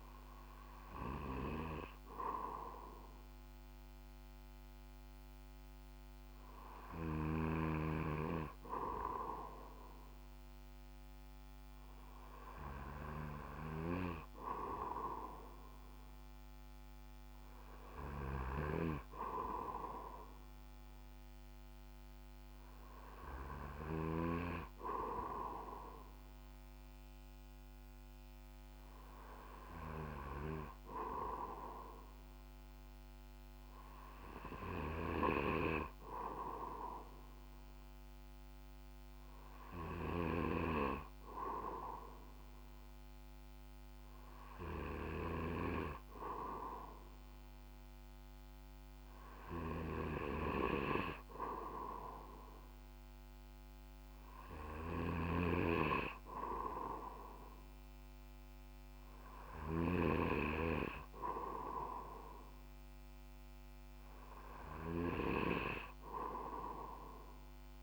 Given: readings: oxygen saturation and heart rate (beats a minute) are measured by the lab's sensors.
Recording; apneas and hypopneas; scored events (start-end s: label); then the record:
breathing in sleep by a microphone on the trachea; none
17.50-23.50 s: snoring (device-marked)
54.00-59.50 s: snoring (device-marked)
From the record:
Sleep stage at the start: N2 (light sleep); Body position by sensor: on the back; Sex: male